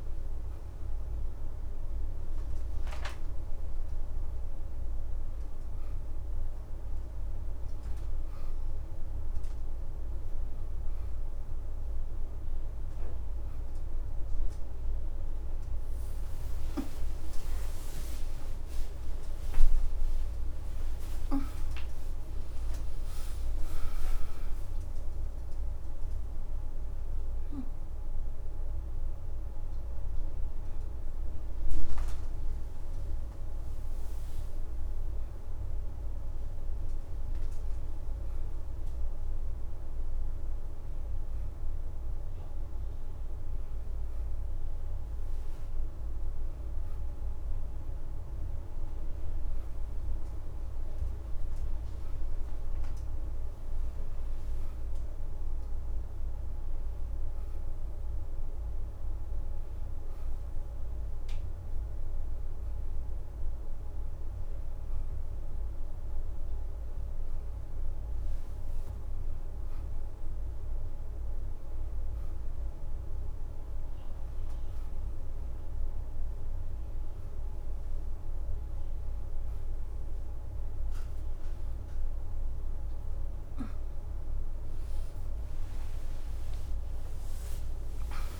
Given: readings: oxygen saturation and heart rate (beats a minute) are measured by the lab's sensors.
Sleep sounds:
breathing in sleep, hard to hear, by a room microphone; none
16.50-21.00 s: arousal
86.50-88.39 s: leg movement (device-marked)
87.50-88.39 s: new sleep stage, awake
From the record:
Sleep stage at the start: N1 (lightest sleep); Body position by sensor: on the right side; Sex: female

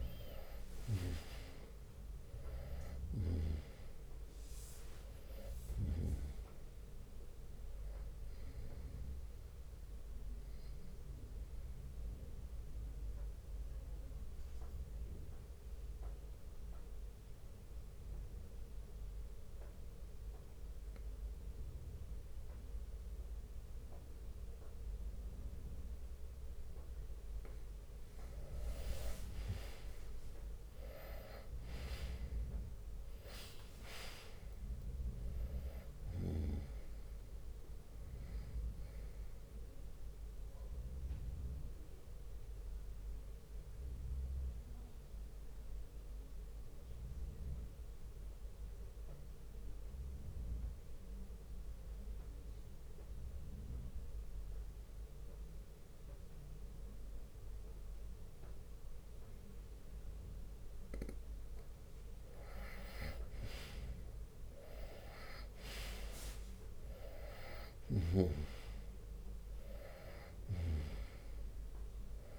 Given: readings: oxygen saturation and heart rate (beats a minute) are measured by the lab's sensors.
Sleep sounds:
breathing in sleep by a room microphone; 2
0.00-11.50 s: drop in pulse transit time (device-marked, heart rate 68 extreme)
0.00-21.50 s: oxygen desaturation (device-marked, oxygen 91% lowest, heart rate 58 extreme)
0.50-2.50 s: long interval between heartbeats (device-marked, heart rate 62 before, 70 extreme)
10.50-26.50 s: mixed apnea (oxygen 97% before, 90% lowest, heart rate 67 before, 58 extreme, up 9 after)
13.50-23.50 s: bradycardia (device-marked, heart rate 69 before, 58 extreme)
28.50-32.50 s: arousal
29.50-42.50 s: drop in pulse transit time (device-marked, heart rate 61 before, 63 extreme)
33.50-57.50 s: oxygen desaturation (device-marked, oxygen 98% before, 92% lowest, heart rate 60 before, 58 extreme)
40.50-61.50 s: obstructive apnea (oxygen 98% before, 90% lowest, heart rate 64 before, 58 extreme, up 13 after)
44.50-55.50 s: bradycardia (device-marked, heart rate 69 before, 58 extreme)
63.00-66.50 s: arousal
64.50-72.39 s: drop in pulse transit time (device-marked, heart rate 60 before, 66 extreme)
64.50-72.39 s: oxygen desaturation (device-marked, oxygen 97% before, 90% lowest, heart rate 60 before, 59 extreme)
67.50-69.50 s: long interval between heartbeats (device-marked, heart rate 61 before, 70 extreme)
From the record:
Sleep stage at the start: N2 (light sleep); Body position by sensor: on the right side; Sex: male

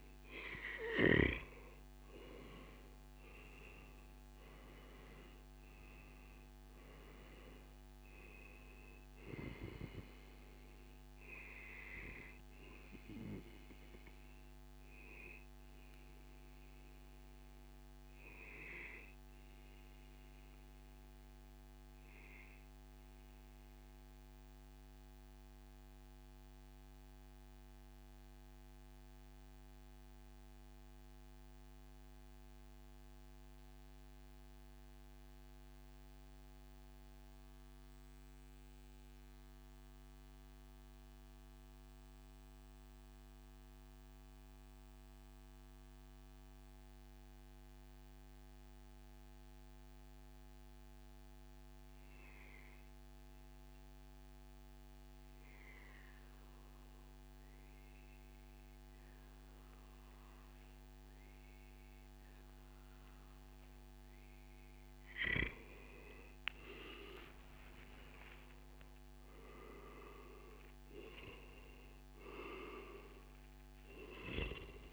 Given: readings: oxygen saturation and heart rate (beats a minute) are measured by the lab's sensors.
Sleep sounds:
breathing in sleep by a microphone on the trachea; 1
0.00-1.50 s: arousal
0.00-17.00 s: oxygen desaturation (device-marked, oxygen 90% lowest, heart rate 107 extreme)
15.00-63.50 s: mixed apnea (oxygen 96% before, 91% lowest, heart rate 139 before, 109 extreme, up 26 after)
40.50-42.50 s: long interval between heartbeats (device-marked, heart rate 146 before, 136 extreme)
61.00-74.93 s: oxygen desaturation (device-marked, oxygen 97% before, 91% lowest, heart rate 120 before, 99 extreme)
64.00-66.00 s: long interval between heartbeats (device-marked, heart rate 119 before, 115 extreme)
65.50-70.00 s: arousal
From the record:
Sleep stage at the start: N2 (light sleep); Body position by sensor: on the back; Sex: male

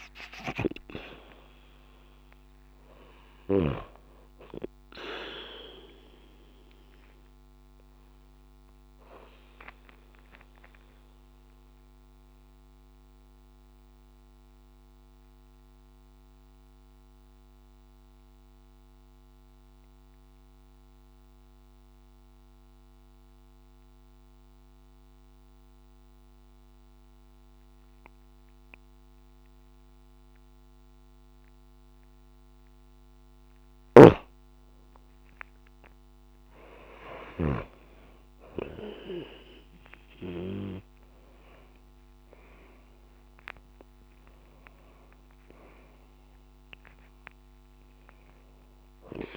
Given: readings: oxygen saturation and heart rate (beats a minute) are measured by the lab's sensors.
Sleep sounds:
breathing in sleep by a microphone on the trachea; 1
2.50-4.50 s: long interval between heartbeats (device-marked)
9.00-33.00 s: mixed apnea (oxygen 97% before, 92% lowest)
33.50-37.50 s: snoring (device-marked)
35.00-39.50 s: arousal
40.00-49.37 s: oxygen desaturation (device-marked, oxygen 97% before, 92% lowest)
From the record:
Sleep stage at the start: N2 (light sleep); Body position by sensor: on the back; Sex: female

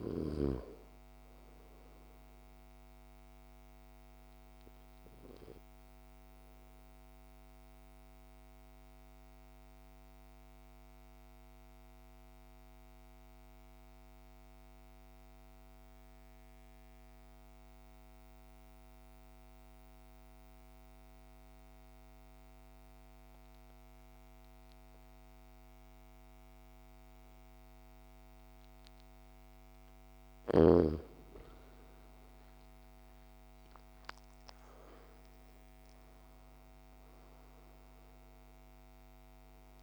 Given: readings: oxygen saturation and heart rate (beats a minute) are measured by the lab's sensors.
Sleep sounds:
breathing in sleep by a microphone on the trachea; 1
0.00-18.50 s: oxygen desaturation (device-marked, oxygen 86% lowest, heart rate 51 extreme)
5.50-30.50 s: mixed apnea (oxygen 100% before, 82% lowest, heart rate 58 before, 50 extreme, up 17 after)
30.50-39.83 s: oxygen desaturation (device-marked, oxygen 98% before, 82% lowest, heart rate 54 before, 50 extreme)
32.50-36.50 s: arousal
From the record:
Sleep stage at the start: N2 (light sleep); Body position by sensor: on the back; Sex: male

